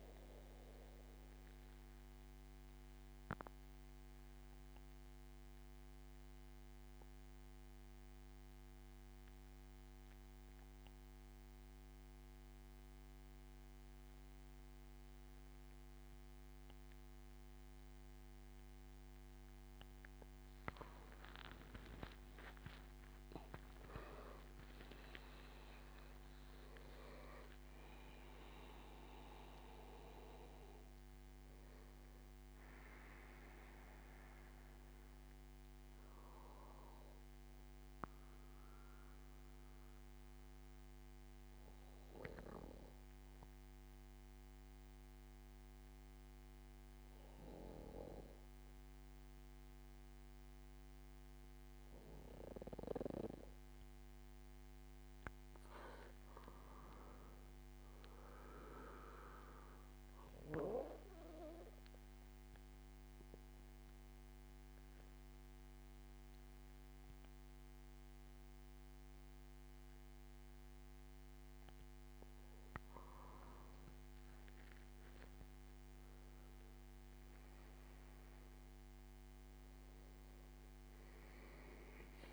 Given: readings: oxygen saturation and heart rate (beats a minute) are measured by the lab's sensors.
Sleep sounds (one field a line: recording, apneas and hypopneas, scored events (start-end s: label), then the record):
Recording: breathing in sleep by a microphone on the trachea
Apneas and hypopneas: 3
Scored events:
0.00-3.00 s: oxygen desaturation (device-marked, oxygen 93% lowest, heart rate 77 extreme)
1.50-20.00 s: obstructive apnea (oxygen 96% before, 91% lowest, heart rate 83 before, 76 extreme, up 27 after)
22.00-27.00 s: arousal
23.00-43.00 s: oxygen desaturation (device-marked, oxygen 97% before, 91% lowest, heart rate 79 before, 73 extreme)
24.00-29.00 s: tachycardia (device-marked, heart rate 82 before, 106 extreme)
26.50-28.50 s: long interval between heartbeats (device-marked, heart rate 80 before, 99 extreme)
38.00-53.00 s: obstructive apnea (oxygen 97% before, 92% lowest, heart rate 90 before, 73 extreme, up 6 after)
54.50-58.50 s: arousal
60.00-71.00 s: oxygen desaturation (device-marked, oxygen 98% before, 94% lowest, heart rate 75 before, 75 extreme)
62.50-73.50 s: obstructive apnea (oxygen 99% before, 89% lowest, heart rate 76 before, 75 extreme, up 11 after)
75.00-79.00 s: arousal
From the record:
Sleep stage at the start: N2 (light sleep)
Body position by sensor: on the back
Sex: male